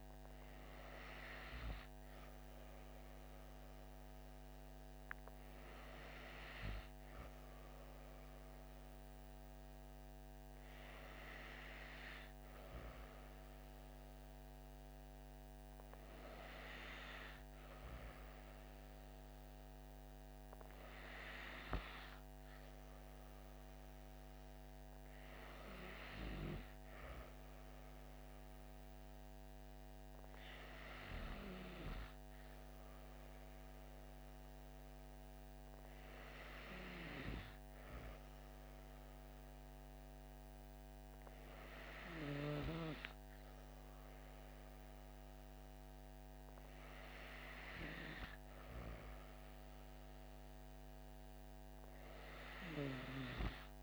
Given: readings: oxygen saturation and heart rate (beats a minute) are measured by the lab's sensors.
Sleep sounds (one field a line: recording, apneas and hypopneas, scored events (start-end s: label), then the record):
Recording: breathing in sleep by a microphone on the trachea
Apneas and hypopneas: none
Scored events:
none scored
From the record:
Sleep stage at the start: N2 (light sleep)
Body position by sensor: on the back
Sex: female